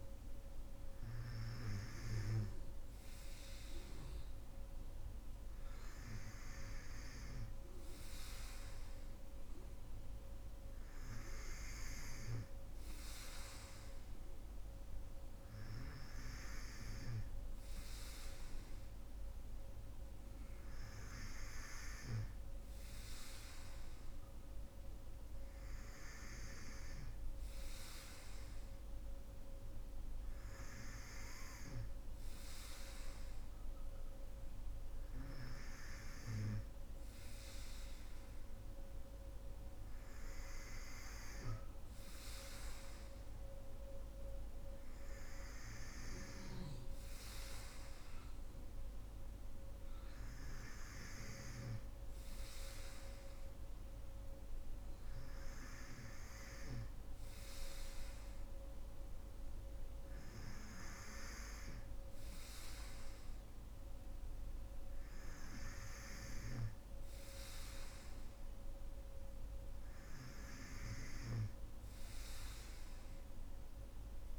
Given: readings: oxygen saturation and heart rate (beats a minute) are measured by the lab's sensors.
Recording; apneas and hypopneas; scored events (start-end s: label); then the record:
breathing in sleep by a room microphone; none
none scored
From the record:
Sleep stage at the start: N3 (deep sleep); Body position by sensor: on the right side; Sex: female